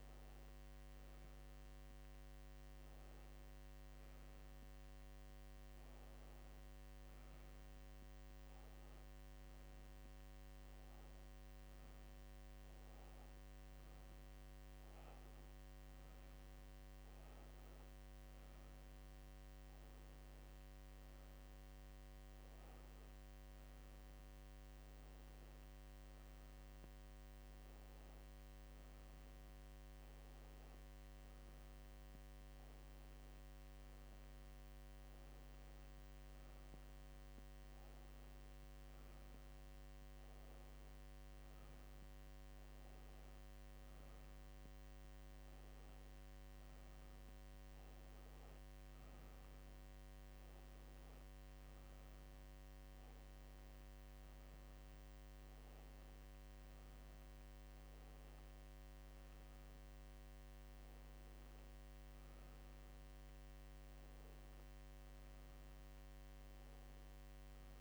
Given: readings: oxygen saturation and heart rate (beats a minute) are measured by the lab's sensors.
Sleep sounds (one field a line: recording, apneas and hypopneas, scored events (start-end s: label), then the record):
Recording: breathing in sleep, hard to hear, by a microphone on the trachea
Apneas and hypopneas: none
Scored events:
none scored
From the record:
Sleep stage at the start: N2 (light sleep)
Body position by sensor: on the back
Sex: female